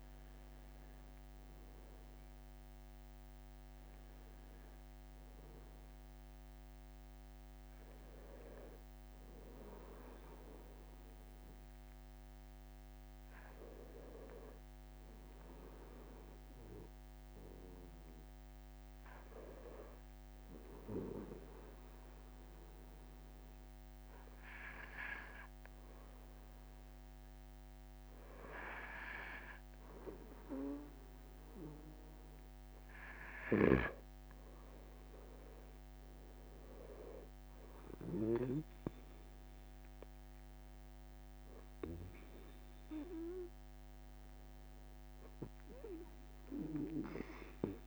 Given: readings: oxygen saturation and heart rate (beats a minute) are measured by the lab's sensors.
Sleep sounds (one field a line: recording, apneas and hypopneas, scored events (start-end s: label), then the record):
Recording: breathing in sleep by a microphone on the trachea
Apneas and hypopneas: 1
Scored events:
10.50-30.00 s: obstructive apnea (oxygen 95% before, 92% lowest)
12.50-14.50 s: long interval between heartbeats (device-marked)
17.50-19.50 s: long interval between heartbeats (device-marked)
27.00-29.00 s: long interval between heartbeats (device-marked)
32.00-34.00 s: long interval between heartbeats (device-marked)
34.00-39.00 s: arousal
36.50-38.50 s: long interval between heartbeats (device-marked, heart rate 31 before, 26 extreme)
From the record:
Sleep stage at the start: N2 (light sleep)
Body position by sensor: on the right side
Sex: male